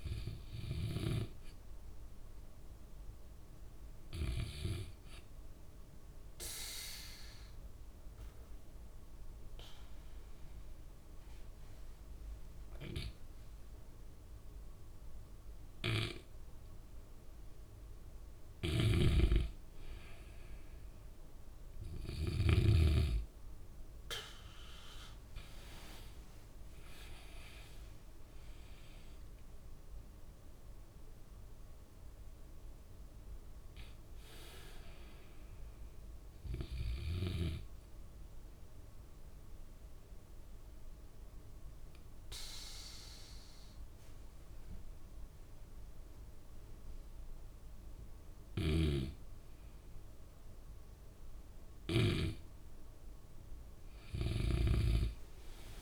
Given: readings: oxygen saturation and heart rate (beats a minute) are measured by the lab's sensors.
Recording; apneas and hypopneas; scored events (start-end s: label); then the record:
breathing in sleep by a room microphone; 2
4.50-19.50 s: obstructive apnea (oxygen 96% before, 89% lowest, heart rate 66 before, 61 extreme, up 3 after)
19.00-23.00 s: snoring (device-marked)
24.50-28.50 s: arousal
30.50-47.50 s: oxygen desaturation (device-marked, oxygen 95% before, 89% lowest, heart rate 69 before, 61 extreme)
39.00-50.00 s: obstructive apnea (oxygen 95% before, 90% lowest, heart rate 69 before, 63 extreme, up 10 after)
53.50-55.82 s: arousal
From the record:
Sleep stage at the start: N2 (light sleep); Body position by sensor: on the back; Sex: male